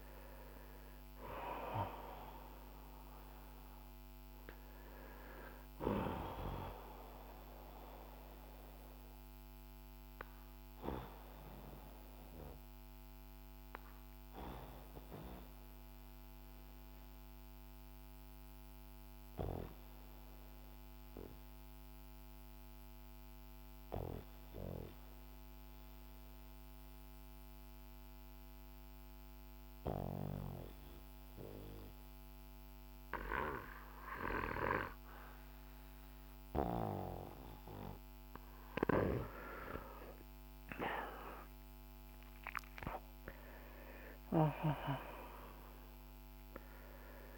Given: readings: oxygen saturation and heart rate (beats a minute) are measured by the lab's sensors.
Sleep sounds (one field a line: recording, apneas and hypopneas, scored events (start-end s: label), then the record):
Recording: breathing in sleep by a microphone on the trachea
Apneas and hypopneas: 1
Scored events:
6.50-38.50 s: obstructive apnea (oxygen 97% before, 89% lowest, heart rate 57 before, 48 extreme, up 4 after)
12.00-28.00 s: oxygen desaturation (device-marked, oxygen 94% before, 91% lowest, heart rate 57 before, 48 extreme)
40.50-45.00 s: arousal
45.00-47.38 s: oxygen desaturation (device-marked, oxygen 96% before, 89% lowest, heart rate 53 before, 47 extreme)
From the record:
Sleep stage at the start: N2 (light sleep)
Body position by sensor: on the back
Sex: male